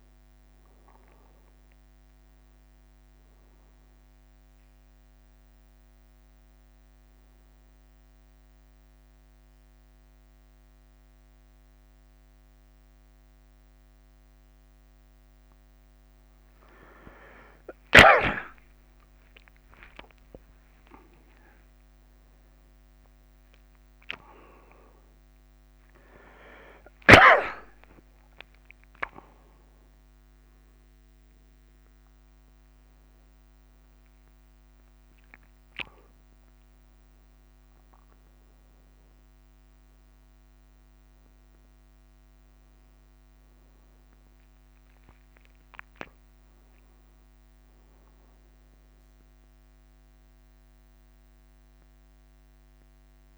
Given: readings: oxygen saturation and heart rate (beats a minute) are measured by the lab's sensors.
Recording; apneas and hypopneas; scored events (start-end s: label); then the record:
a person awake in a sleep study, by a microphone on the trachea; 1
5.50-7.50 s: bradycardia (device-marked, heart rate 59 before, 61 extreme)
7.00-18.00 s: mixed apnea (oxygen 97% before, 95% lowest, heart rate 59 before, 55 extreme, up 56 after)
14.50-16.50 s: bradycardia (device-marked, heart rate 60 before, 65 extreme)
17.50-53.38 s: new sleep stage, awake
20.50-22.50 s: tachycardia (device-marked, heart rate 60 before, 95 extreme)
21.00-23.00 s: long interval between heartbeats (device-marked, heart rate 62 before, 89 extreme)
36.50-38.50 s: long interval between heartbeats (device-marked, heart rate 81 before, 75 extreme)
39.50-49.50 s: bradycardia (device-marked, heart rate 61 before, 57 extreme)
50.50-53.38 s: bradycardia (device-marked, heart rate 61 before, 59 extreme)
From the record:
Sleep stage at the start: N2 (light sleep); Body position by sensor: on the back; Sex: male